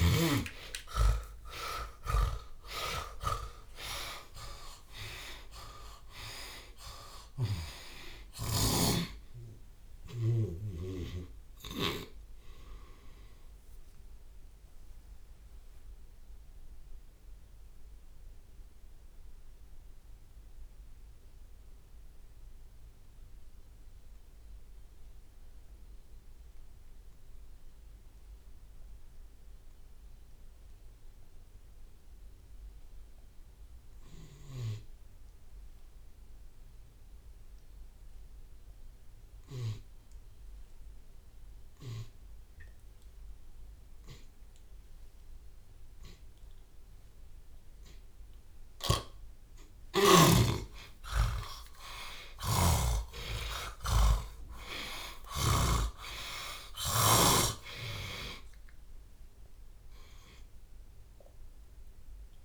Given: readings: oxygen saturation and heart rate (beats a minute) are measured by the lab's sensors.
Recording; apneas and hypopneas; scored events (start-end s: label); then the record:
breathing in sleep by a room microphone; 1
0.00-2.00 s: long interval between heartbeats (device-marked)
0.00-4.50 s: arousal
12.50-47.00 s: mixed apnea (oxygen 94% before, 80% lowest)
17.50-44.50 s: oxygen desaturation (device-marked, oxygen 97% before, 80% lowest)
47.50-53.50 s: tachycardia (device-marked, heart rate 38 before, 130 extreme)
49.00-54.00 s: arousal
52.00-54.00 s: long interval between heartbeats (device-marked)
53.50-57.00 s: snoring (device-marked)
59.00-61.00 s: long interval between heartbeats (device-marked, heart rate 43 before, 29 extreme)
From the record:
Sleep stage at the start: N2 (light sleep); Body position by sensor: on the back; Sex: male